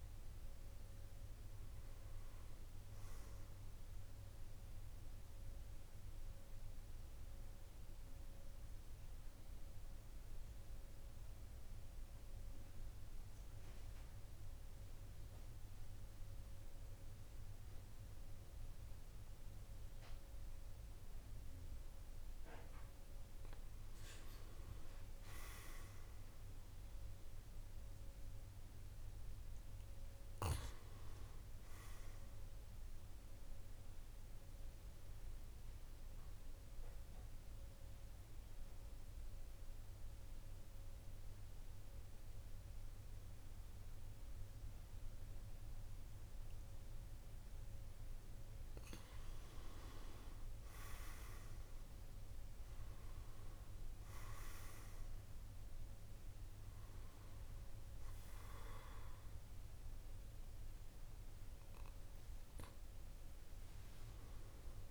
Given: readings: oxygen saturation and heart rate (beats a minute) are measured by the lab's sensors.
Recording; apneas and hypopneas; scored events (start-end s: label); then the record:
breathing in sleep by a room microphone; 2
0.00-14.00 s: oxygen desaturation (device-marked, oxygen 91% lowest, heart rate 46 extreme)
5.50-23.50 s: obstructive apnea (oxygen 99% before, 91% lowest, heart rate 54 before, 46 extreme, up 5 after)
24.50-28.00 s: arousal
28.00-44.00 s: oxygen desaturation (device-marked, oxygen 99% before, 95% lowest, heart rate 49 before, 47 extreme)
34.50-48.00 s: obstructive apnea (oxygen 99% before, 91% lowest, heart rate 50 before, 47 extreme, up 11 after)
50.00-53.50 s: arousal
54.00-64.91 s: oxygen desaturation (device-marked, oxygen 97% before, 93% lowest, heart rate 50 before, 45 extreme)
From the record:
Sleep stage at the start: N2 (light sleep); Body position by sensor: on the back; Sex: male